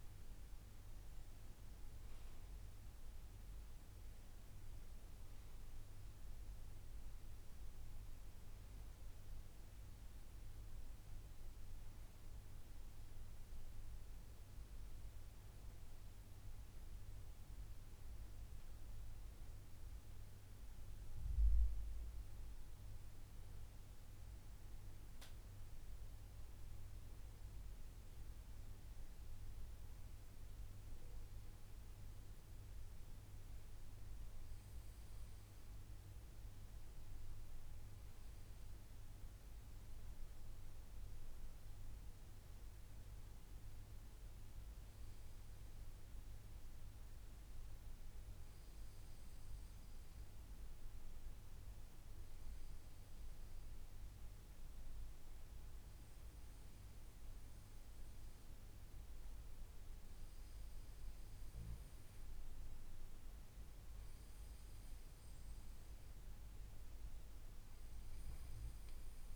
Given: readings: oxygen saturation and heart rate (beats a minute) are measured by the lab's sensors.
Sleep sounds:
breathing in sleep, hard to hear, by a room microphone; none
none scored
From the record:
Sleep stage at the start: N2 (light sleep); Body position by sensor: on the back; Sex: male

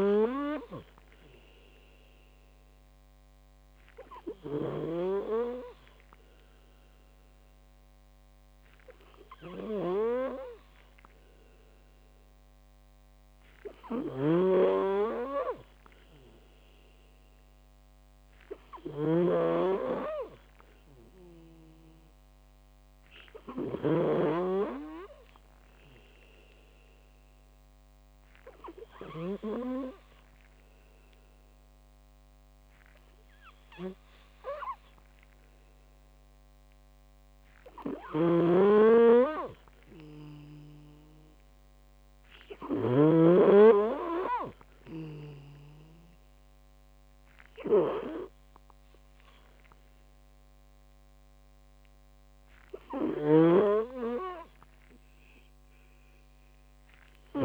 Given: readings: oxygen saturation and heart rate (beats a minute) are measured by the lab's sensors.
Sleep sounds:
breathing in sleep by a microphone on the trachea; 1
0.00-29.50 s: snoring (device-marked)
3.50-6.50 s: oxygen desaturation (device-marked, oxygen 95% before, 92% lowest)
25.00-39.00 s: hypopnea (oxygen 96% before, 92% lowest)
38.00-43.50 s: snoring (device-marked)
41.50-46.50 s: arousal
51.50-55.50 s: oxygen desaturation (device-marked, oxygen 95% before, 92% lowest)
53.50-57.45 s: snoring (device-marked)
From the record:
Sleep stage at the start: N2 (light sleep); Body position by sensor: on the back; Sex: male

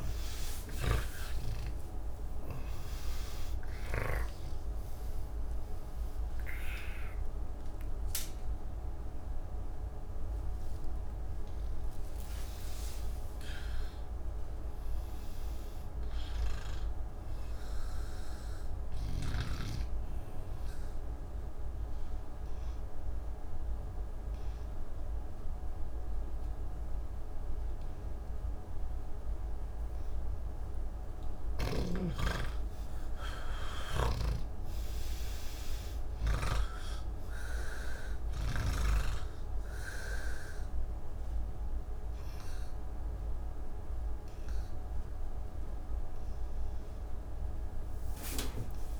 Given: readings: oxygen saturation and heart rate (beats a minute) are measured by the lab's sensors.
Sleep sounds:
breathing in sleep by a room microphone; none
0.00-21.50 s: oxygen desaturation (device-marked, oxygen 84% lowest)
43.50-49.00 s: oxygen desaturation (device-marked, oxygen 97% before, 90% lowest, heart rate 143 before, 156 extreme)
From the record:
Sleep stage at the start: N1 (lightest sleep); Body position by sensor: on the back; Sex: male

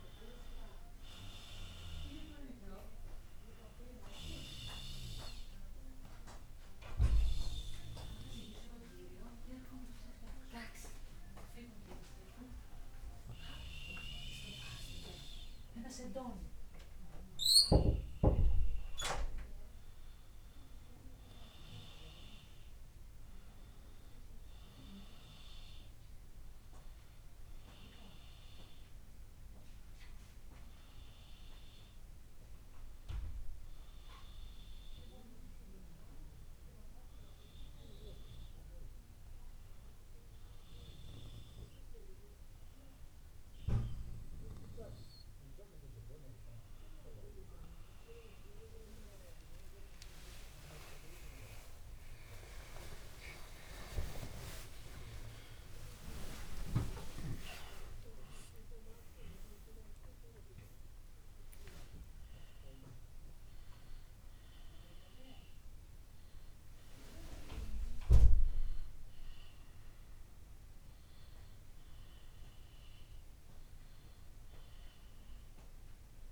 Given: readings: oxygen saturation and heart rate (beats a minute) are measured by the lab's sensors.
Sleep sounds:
a person partly awake in a sleep study, by a room microphone; 2
0.00-3.50 s: oxygen desaturation (device-marked, oxygen 90% lowest)
6.00-16.50 s: hypopnea (oxygen 95% before, 89% lowest)
15.50-27.50 s: oxygen desaturation (device-marked, oxygen 94% before, 89% lowest)
28.00-31.50 s: arousal
33.00-47.00 s: hypopnea (oxygen 95% before, 92% lowest)
46.50-76.32 s: new sleep stage, awake
From the record:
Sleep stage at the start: N1 (lightest sleep); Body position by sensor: on the back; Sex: female

